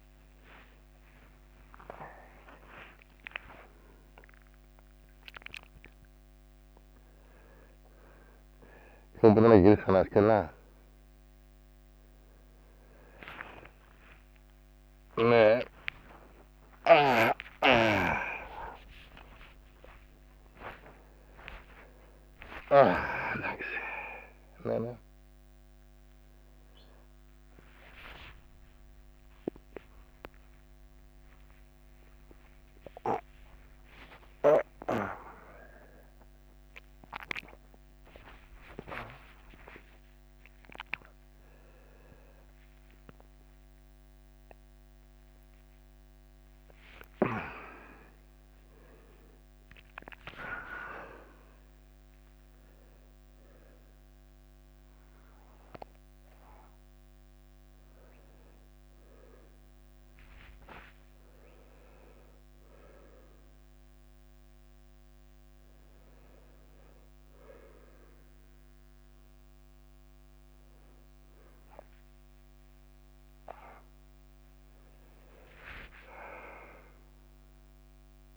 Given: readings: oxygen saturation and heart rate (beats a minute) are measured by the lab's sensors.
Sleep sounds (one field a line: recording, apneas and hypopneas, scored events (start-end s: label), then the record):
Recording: a person awake in a sleep study, by a microphone on the trachea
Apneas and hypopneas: none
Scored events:
0.00-10.00 s: drop in pulse transit time (device-marked, heart rate 97 extreme)
13.00-43.00 s: tachycardia (device-marked, heart rate 97 before, 149 extreme)
16.00-18.00 s: long interval between heartbeats (device-marked, heart rate 98 before, 105 extreme)
17.50-23.50 s: snoring (device-marked)
18.00-20.00 s: long interval between heartbeats (device-marked, heart rate 99 before, 116 extreme)
20.00-22.00 s: long interval between heartbeats (device-marked, heart rate 102 before, 146 extreme)
22.00-33.00 s: oxygen desaturation (device-marked, oxygen 98% before, 95% lowest, heart rate 107 before, 88 extreme)
23.00-25.00 s: drop in pulse transit time (device-marked, heart rate 109 before, 140 extreme)
24.00-26.00 s: long interval between heartbeats (device-marked, heart rate 111 before, 118 extreme)
31.00-33.00 s: long interval between heartbeats (device-marked, heart rate 118 before, 121 extreme)
34.00-36.00 s: long interval between heartbeats (device-marked, heart rate 122 before, 127 extreme)
36.00-52.00 s: drop in pulse transit time (device-marked, heart rate 125 before, 88 extreme)
38.50-40.50 s: long interval between heartbeats (device-marked, heart rate 126 before, 129 extreme)
41.00-44.00 s: oxygen desaturation (device-marked, oxygen 98% before, 95% lowest, heart rate 126 before, 87 extreme)
From the record:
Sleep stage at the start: awake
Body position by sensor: on the back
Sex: male